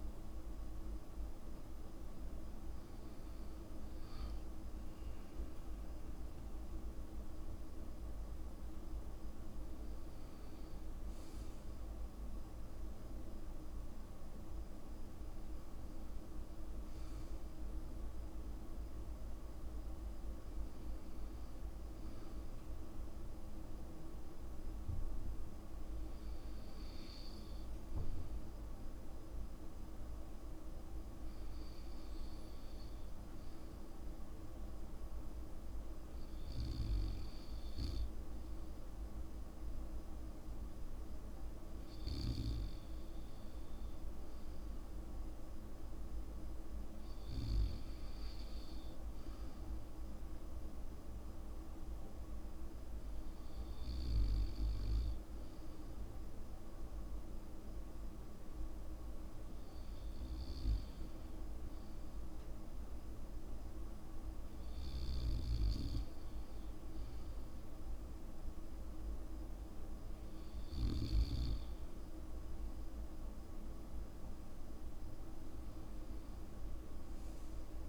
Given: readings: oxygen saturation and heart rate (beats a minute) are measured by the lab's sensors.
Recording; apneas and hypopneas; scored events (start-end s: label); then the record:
breathing in sleep, hard to hear, by a room microphone; 1
52.50-67.00 s: hypopnea (oxygen 97% before, 95% lowest, heart rate 55 before, 53 extreme, up 5 after)
71.50-75.50 s: arousal
From the record:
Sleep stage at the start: N2 (light sleep); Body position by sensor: on the back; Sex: male